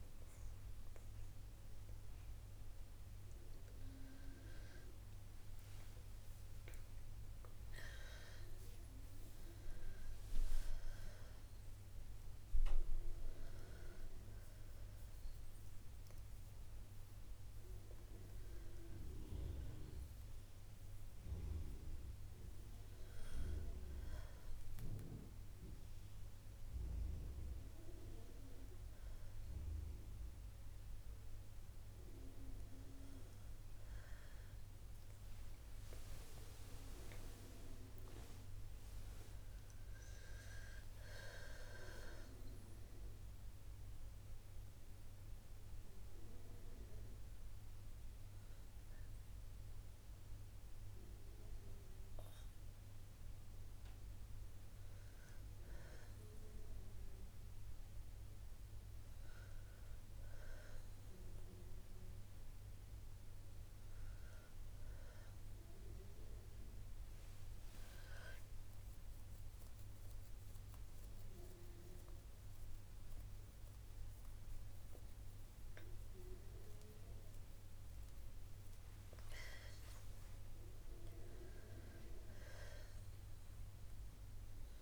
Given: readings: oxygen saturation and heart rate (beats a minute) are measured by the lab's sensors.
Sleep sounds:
a person awake in a sleep study, by a room microphone; none
37.00-41.00 s: arousal
From the record:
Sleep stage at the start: awake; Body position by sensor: on the back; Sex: female

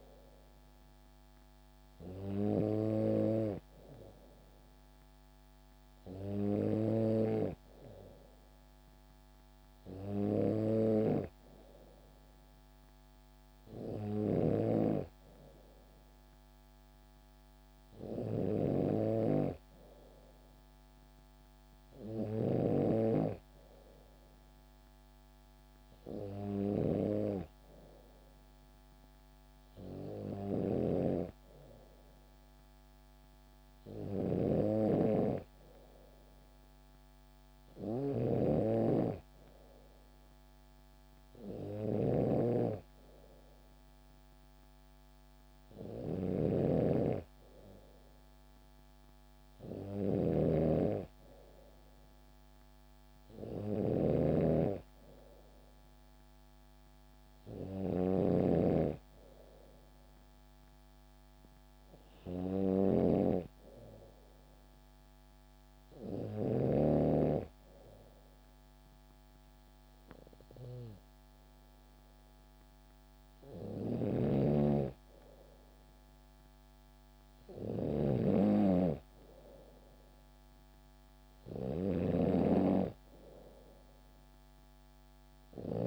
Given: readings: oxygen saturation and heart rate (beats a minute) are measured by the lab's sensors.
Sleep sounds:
breathing in sleep by a microphone on the trachea; none
13.50-22.50 s: snoring (device-marked)
30.00-66.00 s: snoring (device-marked)
73.50-85.87 s: snoring (device-marked)
From the record:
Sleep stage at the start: N2 (light sleep); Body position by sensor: on the back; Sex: female

